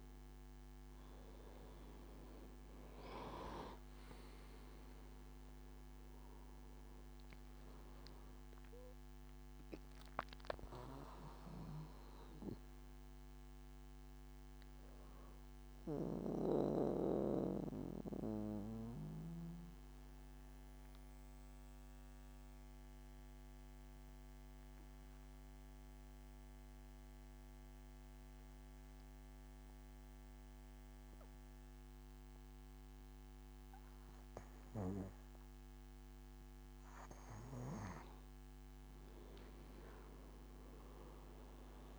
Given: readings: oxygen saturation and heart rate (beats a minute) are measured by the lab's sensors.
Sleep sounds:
breathing in sleep by a microphone on the trachea; 1
0.00-4.00 s: arousal
17.50-36.50 s: mixed apnea (oxygen 99% before, 90% lowest, heart rate 79 before, 66 extreme, up 36 after)
39.50-41.99 s: arousal
40.50-41.99 s: oxygen desaturation (device-marked, oxygen 99% before, 91% lowest, heart rate 68 before, 69 extreme)
From the record:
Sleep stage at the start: N2 (light sleep); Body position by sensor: on the back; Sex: male

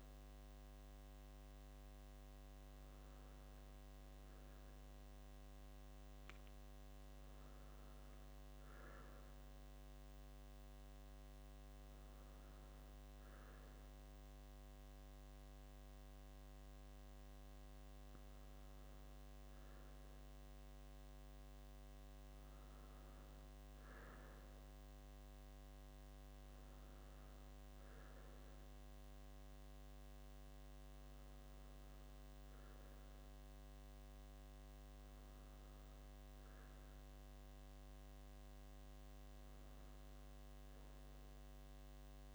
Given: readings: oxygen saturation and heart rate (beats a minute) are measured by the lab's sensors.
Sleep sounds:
a person partly awake in a sleep study, hard to hear, by a microphone on the trachea; none
10.50-42.35 s: new sleep stage, N2 (light sleep)
From the record:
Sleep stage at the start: awake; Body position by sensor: on the left side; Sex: male

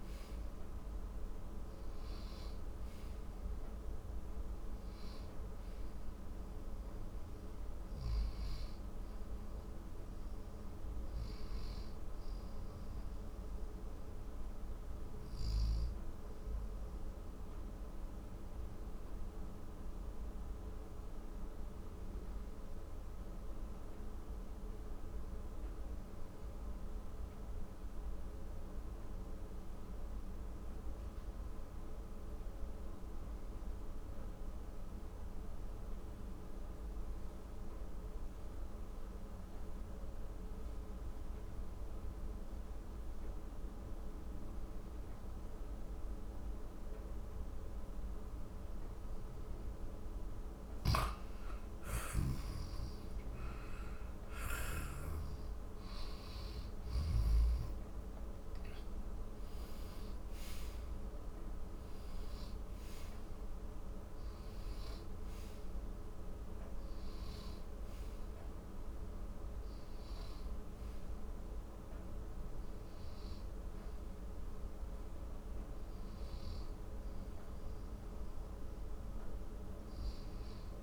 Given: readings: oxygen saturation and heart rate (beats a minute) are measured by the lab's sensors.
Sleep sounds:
breathing in sleep, hard to hear, by a room microphone; 1
0.00-19.00 s: oxygen desaturation (device-marked, oxygen 90% lowest, heart rate 44 extreme)
15.50-48.50 s: mixed apnea (oxygen 97% before, 89% lowest, heart rate 66 before, 44 extreme, up 12 after)
50.50-54.50 s: arousal
50.50-57.00 s: snoring (device-marked)
52.00-80.83 s: oxygen desaturation (device-marked, oxygen 98% before, 89% lowest, heart rate 55 before, 49 extreme)
53.00-80.83 s: new sleep stage, N1 (lightest sleep)
From the record:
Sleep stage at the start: N2 (light sleep); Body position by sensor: on the back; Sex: male

